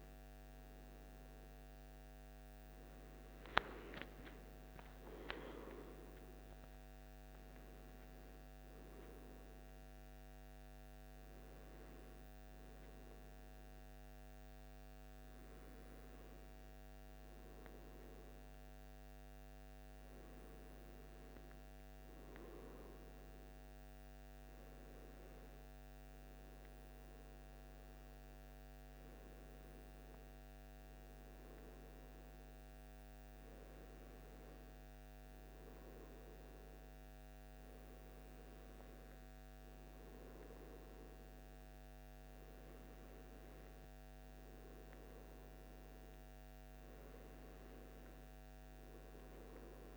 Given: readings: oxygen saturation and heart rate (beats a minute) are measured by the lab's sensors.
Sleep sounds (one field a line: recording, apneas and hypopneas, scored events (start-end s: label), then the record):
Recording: a person awake in a sleep study, hard to hear, by a microphone on the trachea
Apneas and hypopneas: none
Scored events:
none scored
From the record:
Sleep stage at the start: awake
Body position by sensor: on the right side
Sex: male